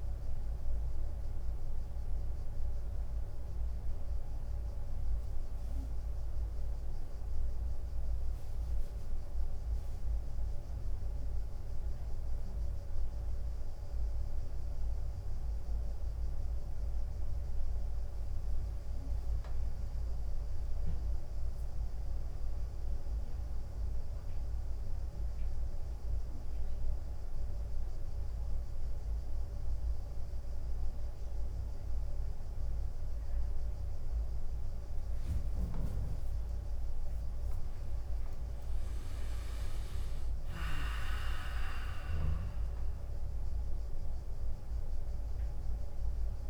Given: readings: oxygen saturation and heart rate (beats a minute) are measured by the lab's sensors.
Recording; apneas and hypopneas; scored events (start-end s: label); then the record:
breathing in sleep, hard to hear, by a room microphone; 1
0.00-28.50 s: drop in pulse transit time (device-marked, heart rate 96 extreme)
25.00-36.00 s: hypopnea (oxygen 96% before, 94% lowest, heart rate 98 before, 94 extreme, up 3 after)
38.50-42.50 s: arousal
41.50-46.50 s: drop in pulse transit time (device-marked, heart rate 98 before, 94 extreme)
From the record:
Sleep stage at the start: N1 (lightest sleep); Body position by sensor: on the right side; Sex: male